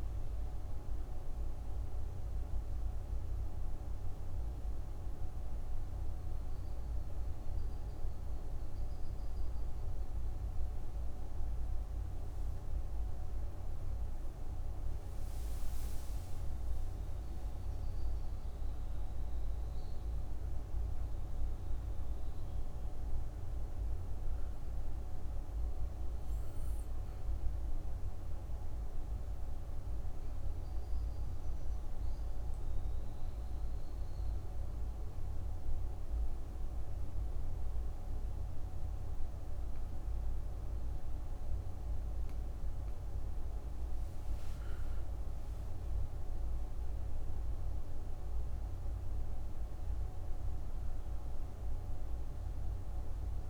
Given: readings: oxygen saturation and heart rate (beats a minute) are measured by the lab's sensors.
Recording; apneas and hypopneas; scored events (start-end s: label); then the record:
breathing in sleep, hard to hear, by a room microphone; 2
0.00-2.00 s: arousal
3.50-14.00 s: obstructive apnea (oxygen 96% before, 88% lowest, heart rate 72 before, 62 extreme, up 9 after)
15.50-20.00 s: arousal
27.00-42.00 s: obstructive apnea (oxygen 98% before, 88% lowest, heart rate 67 before, 61 extreme, up 7 after)
44.00-48.00 s: arousal
46.50-53.50 s: oxygen desaturation (device-marked, oxygen 97% before, 88% lowest, heart rate 65 before, 58 extreme)
From the record:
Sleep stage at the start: N2 (light sleep); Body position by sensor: on the back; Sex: female